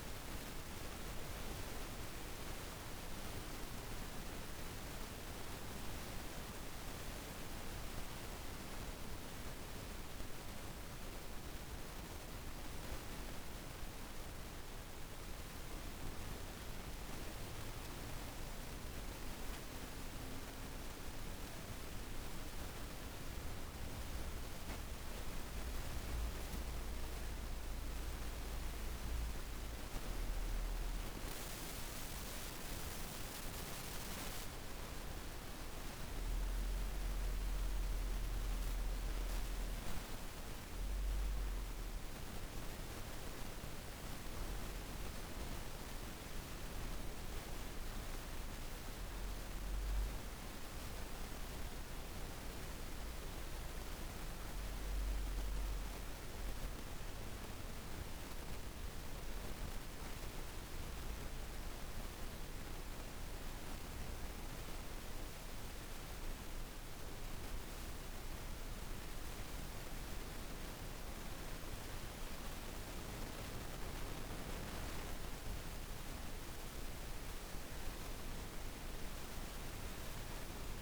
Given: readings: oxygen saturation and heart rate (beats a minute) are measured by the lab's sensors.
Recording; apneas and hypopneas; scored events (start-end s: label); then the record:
breathing in sleep, hard to hear, by a room microphone; 3
0.00-1.50 s: arousal
0.00-13.00 s: oxygen desaturation (device-marked, oxygen 90% lowest, heart rate 53 extreme)
5.50-18.50 s: obstructive apnea (oxygen 96% before, 88% lowest, heart rate 55 before, 53 extreme, up 2 after)
20.50-24.50 s: arousal
22.00-39.00 s: oxygen desaturation (device-marked, oxygen 97% before, 88% lowest, heart rate 54 before, 51 extreme)
29.00-41.00 s: hypopnea (oxygen 97% before, 88% lowest, heart rate 55 before, 51 extreme, up 1 after)
43.00-48.00 s: arousal
57.00-67.00 s: obstructive apnea (oxygen 97% before, 89% lowest, heart rate 53 before, 53 extreme, up 4 after)
69.50-74.00 s: arousal
72.00-80.82 s: oxygen desaturation (device-marked, oxygen 94% before, 89% lowest, heart rate 54 before, 52 extreme)
From the record:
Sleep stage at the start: N2 (light sleep); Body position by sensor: on the back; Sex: female